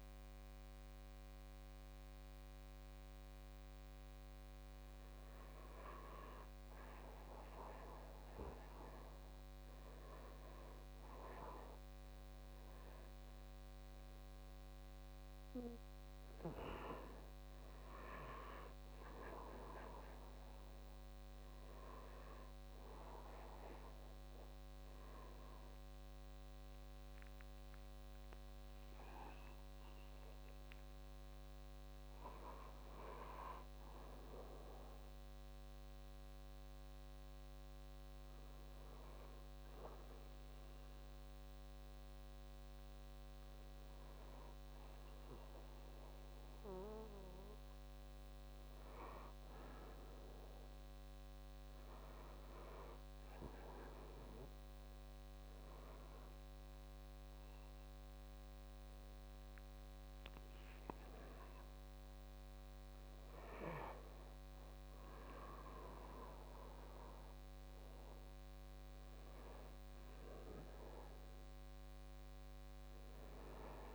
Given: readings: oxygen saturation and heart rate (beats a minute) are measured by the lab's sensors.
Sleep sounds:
a person partly awake in a sleep study, by a microphone on the trachea; 1
1.00-73.95 s: new sleep stage, N1 (lightest sleep)
35.00-47.50 s: hypopnea (oxygen 97% before, 94% lowest, heart rate 64 before, 59 extreme, up 4 after)
50.00-52.50 s: arousal
From the record:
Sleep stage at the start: awake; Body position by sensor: on the back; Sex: male

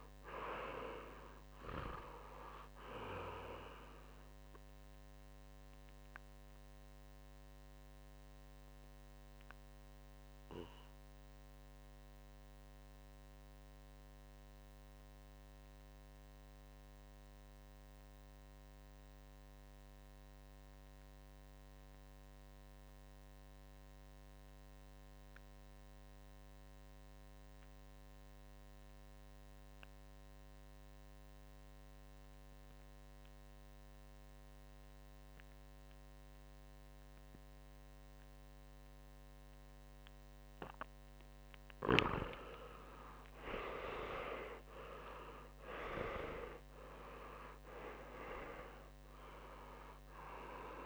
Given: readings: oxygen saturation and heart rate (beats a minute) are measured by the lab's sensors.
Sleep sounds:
breathing in sleep by a microphone on the trachea; 1
0.00-23.00 s: oxygen desaturation (device-marked, oxygen 89% lowest, heart rate 54 extreme)
4.50-40.50 s: obstructive apnea (oxygen 99% before, 89% lowest, heart rate 62 before, 49 extreme, up 13 after)
41.50-46.00 s: arousal
49.00-50.86 s: new sleep stage, REM sleep
From the record:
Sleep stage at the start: N2 (light sleep); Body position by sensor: on the back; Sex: male

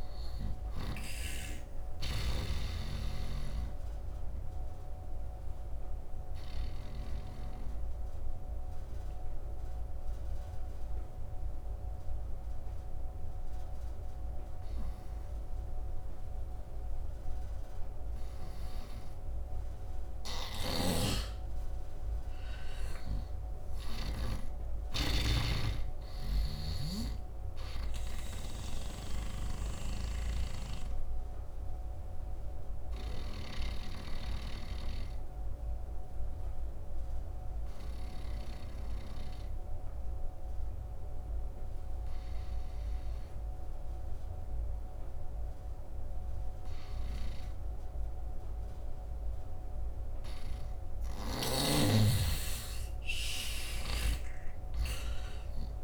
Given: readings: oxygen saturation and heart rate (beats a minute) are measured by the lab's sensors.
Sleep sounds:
breathing in sleep by a room microphone; 2
0.00-1.00 s: snoring (device-marked)
0.00-17.50 s: oxygen desaturation (device-marked, oxygen 87% lowest, heart rate 69 extreme)
3.00-7.00 s: snoring (device-marked)
5.50-20.00 s: obstructive apnea (oxygen 100% before, 83% lowest, heart rate 73 before, 69 extreme, up 10 after)
20.00-24.00 s: snoring (device-marked)
21.50-25.00 s: arousal
25.50-46.50 s: oxygen desaturation (device-marked, oxygen 99% before, 86% lowest, heart rate 74 before, 69 extreme)
28.00-49.00 s: obstructive apnea (oxygen 99% before, 83% lowest, heart rate 74 before, 69 extreme, up 6 after)
28.50-33.00 s: snoring (device-marked)
48.50-55.83 s: oxygen desaturation (device-marked, oxygen 99% before, 83% lowest, heart rate 75 before, 71 extreme)
51.00-54.50 s: arousal
From the record:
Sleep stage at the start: N2 (light sleep); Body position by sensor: on the right side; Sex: male

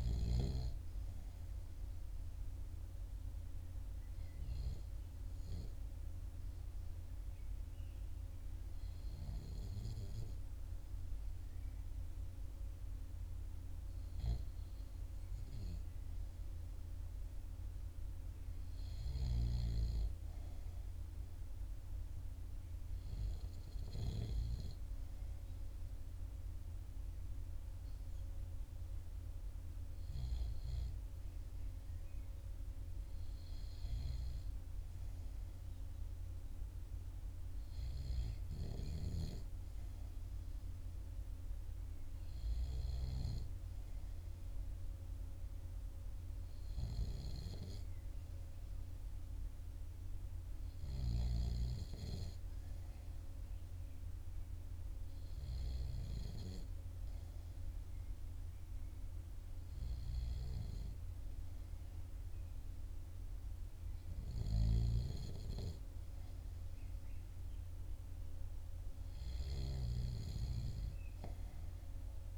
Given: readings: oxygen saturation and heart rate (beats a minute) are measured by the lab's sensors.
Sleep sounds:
breathing in sleep by a room microphone; none
63.50-69.00 s: snoring (device-marked)
From the record:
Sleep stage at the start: REM sleep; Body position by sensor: on the back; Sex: male

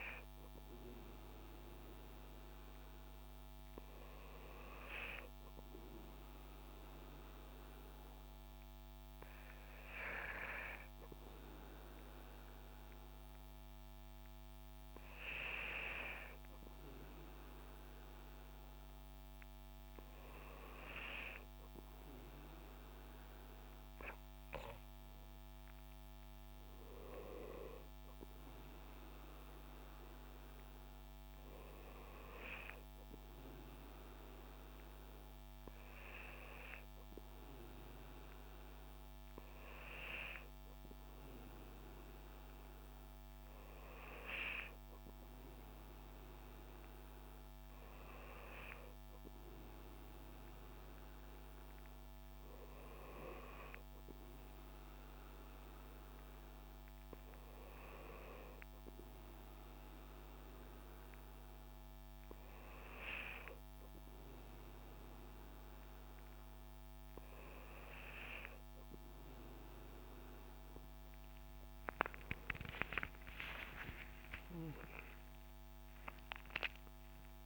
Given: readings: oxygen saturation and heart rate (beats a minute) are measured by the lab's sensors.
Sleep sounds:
breathing in sleep by a microphone on the trachea; none
70.50-77.46 s: new sleep stage, awake
From the record:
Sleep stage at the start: N2 (light sleep); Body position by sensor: on the back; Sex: male

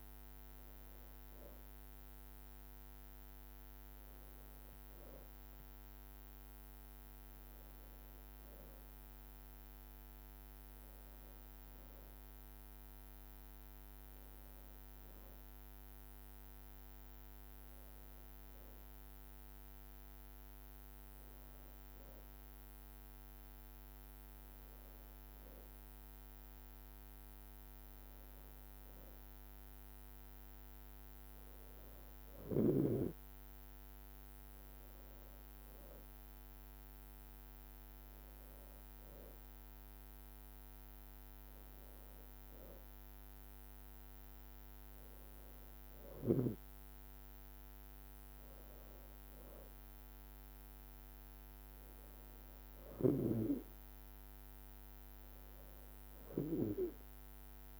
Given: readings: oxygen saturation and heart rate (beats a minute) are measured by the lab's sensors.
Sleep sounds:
breathing in sleep by a microphone on the trachea; none
none scored
From the record:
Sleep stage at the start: N2 (light sleep); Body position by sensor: on the back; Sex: female

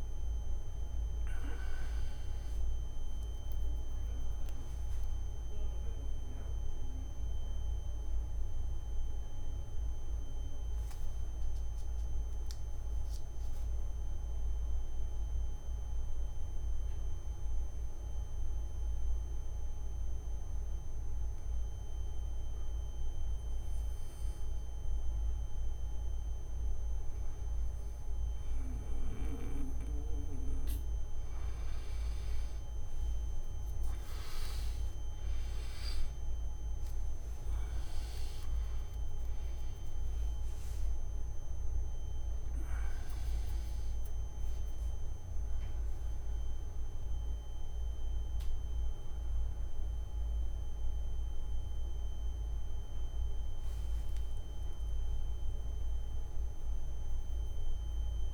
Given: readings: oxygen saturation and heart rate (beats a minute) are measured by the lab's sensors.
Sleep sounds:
breathing in sleep by a room microphone; 1
0.00-12.00 s: oxygen desaturation (device-marked, oxygen 93% lowest, heart rate 60 extreme)
16.00-26.50 s: obstructive apnea (oxygen 99% before, 94% lowest, heart rate 65 before, 85 extreme)
37.00-58.34 s: oxygen desaturation (device-marked, oxygen 97% before, 94% lowest, heart rate 109 before, 74 extreme)
From the record:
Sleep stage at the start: N3 (deep sleep); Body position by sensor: on the back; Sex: male

